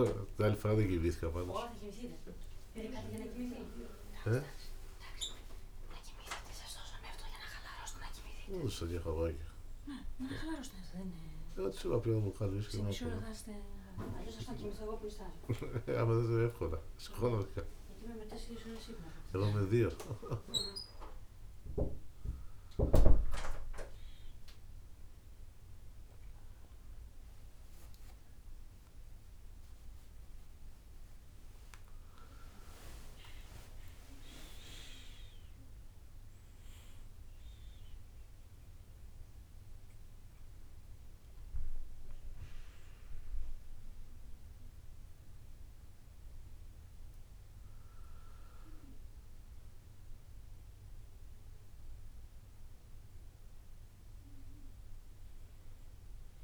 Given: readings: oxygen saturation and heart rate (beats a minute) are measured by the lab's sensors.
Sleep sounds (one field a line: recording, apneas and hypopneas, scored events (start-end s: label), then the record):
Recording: a person awake in a sleep study, by a room microphone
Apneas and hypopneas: none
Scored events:
9.00-20.50 s: snoring (device-marked)
From the record:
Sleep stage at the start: awake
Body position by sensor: on the back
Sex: male